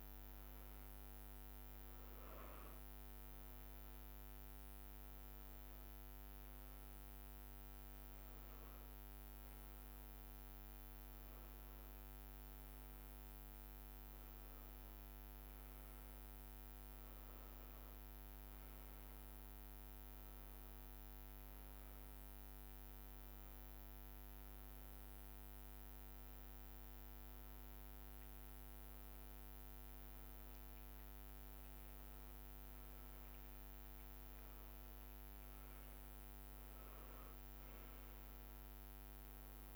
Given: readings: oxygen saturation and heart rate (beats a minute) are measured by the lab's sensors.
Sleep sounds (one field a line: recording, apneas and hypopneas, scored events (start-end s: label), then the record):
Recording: a person awake in a sleep study, hard to hear, by a microphone on the trachea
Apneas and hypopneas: none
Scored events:
3.50-27.50 s: drop in pulse transit time (device-marked, heart rate 88 before, 80 extreme)
14.00-16.00 s: long interval between heartbeats (device-marked, heart rate 87 before, 85 extreme)
21.00-23.00 s: long interval between heartbeats (device-marked, heart rate 87 before, 83 extreme)
From the record:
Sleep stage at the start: awake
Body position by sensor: upright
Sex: male